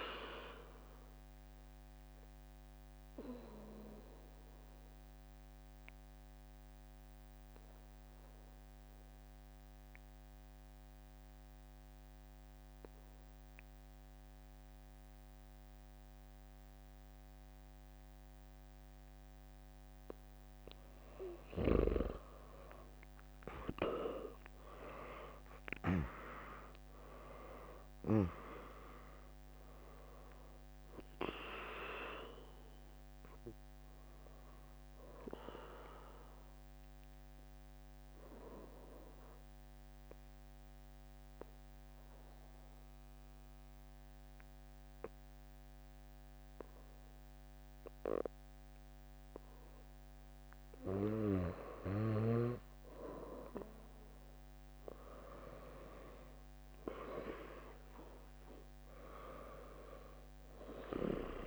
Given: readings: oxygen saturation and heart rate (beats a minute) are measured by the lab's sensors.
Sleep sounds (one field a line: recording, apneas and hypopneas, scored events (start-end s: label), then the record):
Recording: breathing in sleep by a microphone on the trachea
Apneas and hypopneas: 2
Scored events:
0.00-11.50 s: drop in pulse transit time (device-marked, heart rate 66 extreme)
0.00-11.50 s: oxygen desaturation (device-marked, oxygen 96% lowest, heart rate 59 extreme)
2.00-20.50 s: mixed apnea (oxygen 100% before, 96% lowest, heart rate 69 before, 59 extreme, up 6 after)
14.50-16.50 s: bradycardia (device-marked, heart rate 75 before, 66 extreme)
21.00-26.00 s: arousal
25.50-46.50 s: oxygen desaturation (device-marked, oxygen 100% before, 96% lowest, heart rate 70 before, 58 extreme)
26.50-42.50 s: drop in pulse transit time (device-marked, heart rate 69 before, 62 extreme)
37.00-50.50 s: obstructive apnea (oxygen 100% before, 95% lowest, heart rate 69 before, 58 extreme)
49.50-52.50 s: bradycardia (device-marked, heart rate 75 before, 58 extreme)
51.00-54.50 s: arousal
From the record:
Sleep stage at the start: N2 (light sleep)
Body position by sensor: on the back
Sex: female